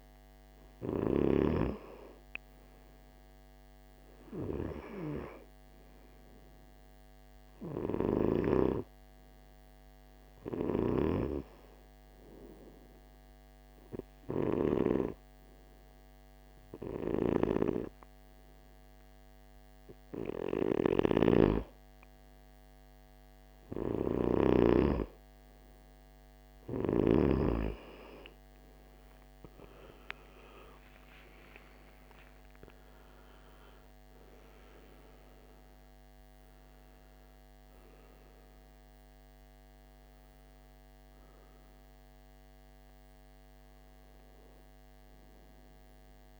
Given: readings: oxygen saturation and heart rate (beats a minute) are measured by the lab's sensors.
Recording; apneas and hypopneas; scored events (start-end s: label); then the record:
breathing in sleep by a microphone on the trachea; 1
0.00-4.00 s: oxygen desaturation (device-marked, oxygen 91% lowest, heart rate 65 extreme)
12.00-22.50 s: hypopnea (oxygen 97% before, 86% lowest, heart rate 69 before, 62 extreme, up 6 after)
29.50-34.00 s: arousal
From the record:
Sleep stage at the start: N2 (light sleep); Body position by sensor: on the right side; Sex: male